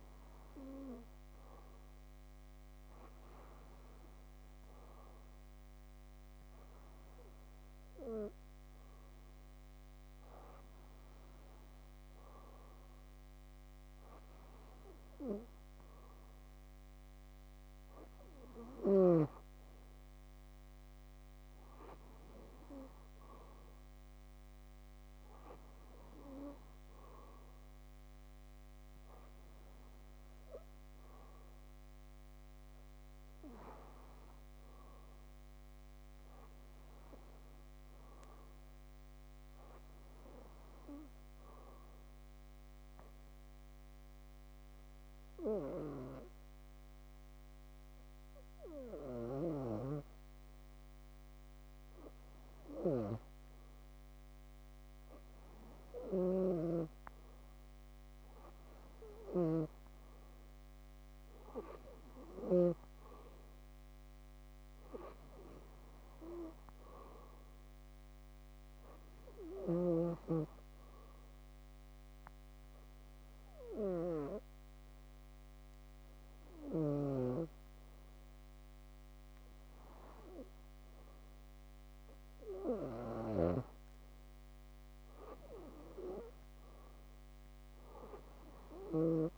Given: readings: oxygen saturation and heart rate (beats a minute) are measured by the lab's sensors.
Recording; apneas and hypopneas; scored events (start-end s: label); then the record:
breathing in sleep by a microphone on the trachea; 2
13.00-17.00 s: arousal
41.00-51.00 s: obstructive apnea (oxygen 96% before, 94% lowest, heart rate 68 before, 58 extreme, up 5 after)
42.50-49.50 s: bradycardia (device-marked, heart rate 65 before, 58 extreme)
53.00-57.00 s: arousal
71.00-85.00 s: hypopnea (oxygen 97% before, 94% lowest, heart rate 64 before, 60 extreme, up 6 after)
87.00-89.38 s: arousal
From the record:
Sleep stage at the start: REM sleep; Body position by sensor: on the back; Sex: female